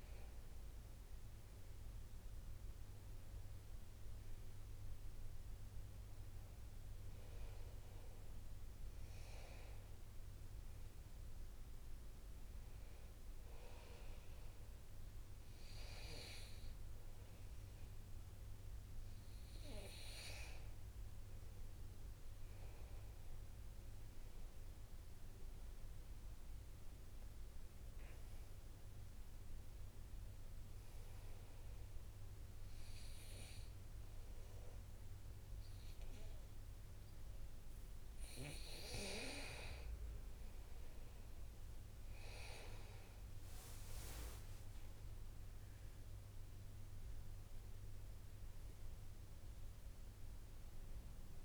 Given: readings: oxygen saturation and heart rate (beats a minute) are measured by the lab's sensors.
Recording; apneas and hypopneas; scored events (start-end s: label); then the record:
breathing in sleep by a room microphone; 1
24.50-28.00 s: arousal
31.00-41.00 s: obstructive apnea (oxygen 98% before, 95% lowest, heart rate 67 before, 65 extreme, up 5 after)
45.00-50.50 s: arousal
From the record:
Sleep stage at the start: N2 (light sleep); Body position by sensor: on the back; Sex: male